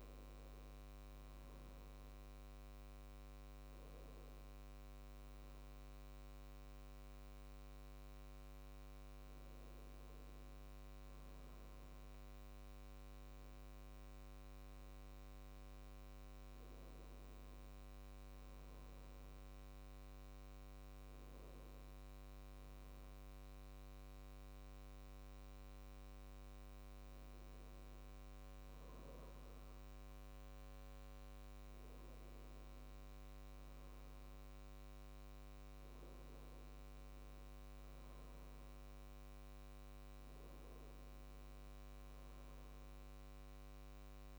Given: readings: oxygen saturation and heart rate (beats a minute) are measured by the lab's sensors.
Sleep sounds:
breathing in sleep, hard to hear, by a microphone on the trachea; 1
13.50-17.00 s: arousal
19.50-30.50 s: hypopnea (oxygen 97% before, 94% lowest, heart rate 69 before, 67 extreme, up 2 after)
34.00-37.50 s: arousal
From the record:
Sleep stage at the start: N2 (light sleep); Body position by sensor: on the back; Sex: male

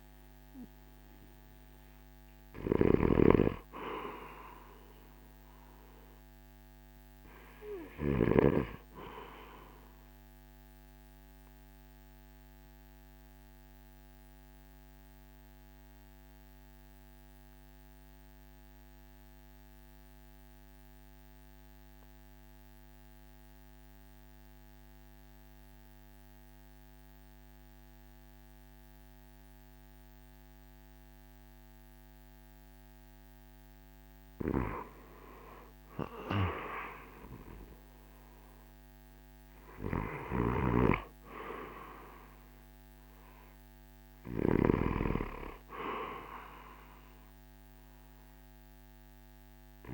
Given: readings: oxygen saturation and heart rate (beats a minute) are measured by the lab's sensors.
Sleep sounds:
breathing in sleep by a microphone on the trachea; 1
2.50-8.00 s: snoring (device-marked)
2.50-22.50 s: oxygen desaturation (device-marked, oxygen 97% before, 86% lowest, heart rate 58 before, 52 extreme)
9.00-33.50 s: obstructive apnea (oxygen 97% before, 84% lowest, heart rate 60 before, 52 extreme, up 8 after)
36.00-40.50 s: arousal
40.00-44.50 s: snoring (device-marked)
40.50-49.93 s: drop in pulse transit time (device-marked, heart rate 54 before, 55 extreme)
41.50-49.93 s: oxygen desaturation (device-marked, oxygen 96% before, 84% lowest, heart rate 54 before, 52 extreme)
From the record:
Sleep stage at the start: REM sleep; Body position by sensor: on the right side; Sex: male

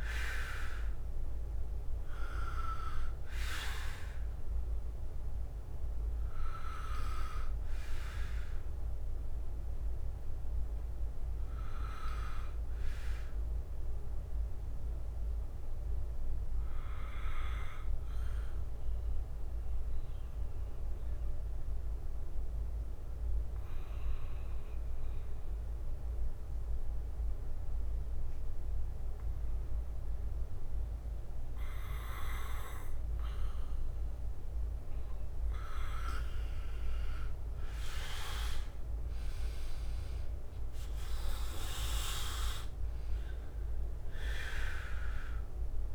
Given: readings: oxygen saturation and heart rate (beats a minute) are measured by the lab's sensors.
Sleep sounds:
breathing in sleep by a room microphone; 1
0.00-9.50 s: drop in pulse transit time (device-marked, heart rate 61 extreme)
0.00-26.50 s: oxygen desaturation (device-marked, oxygen 89% lowest, heart rate 56 extreme)
6.50-18.50 s: bradycardia (device-marked, heart rate 61 before, 56 extreme)
8.00-34.00 s: hypopnea (oxygen 97% before, 87% lowest, heart rate 63 before, 56 extreme, up 7 after)
26.50-29.50 s: bradycardia (device-marked, heart rate 61 before, 60 extreme)
37.50-45.94 s: oxygen desaturation (device-marked, oxygen 98% before, 87% lowest, heart rate 59 before, 53 extreme)
39.00-42.00 s: arousal
40.50-45.94 s: drop in pulse transit time (device-marked, heart rate 60 before, 58 extreme)
From the record:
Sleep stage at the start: N2 (light sleep); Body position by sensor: on the right side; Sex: male

